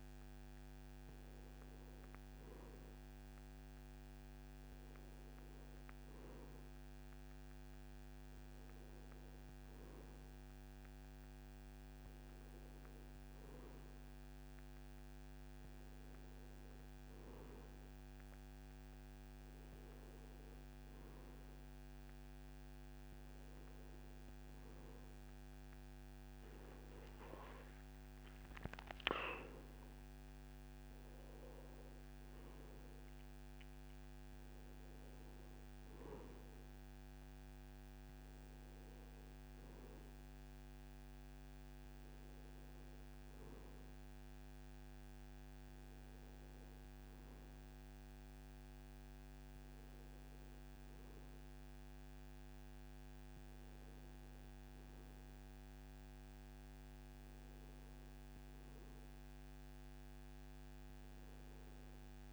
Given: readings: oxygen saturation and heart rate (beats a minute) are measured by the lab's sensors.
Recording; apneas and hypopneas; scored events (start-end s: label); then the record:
breathing in sleep, hard to hear, by a microphone on the trachea; none
26.50-31.50 s: arousal
From the record:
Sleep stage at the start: N2 (light sleep); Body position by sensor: on the back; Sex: male